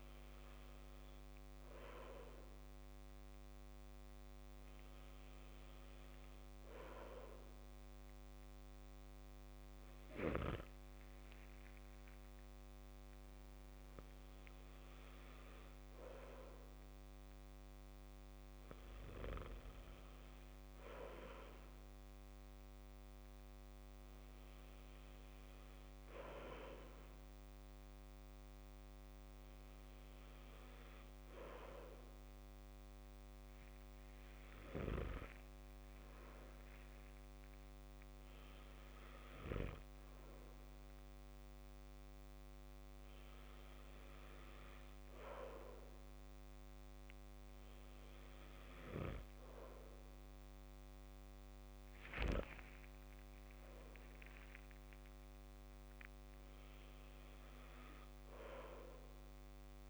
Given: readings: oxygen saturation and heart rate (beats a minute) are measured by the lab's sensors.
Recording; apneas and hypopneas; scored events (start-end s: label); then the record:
breathing in sleep by a microphone on the trachea; none
none scored
From the record:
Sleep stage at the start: N2 (light sleep); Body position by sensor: on the back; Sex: male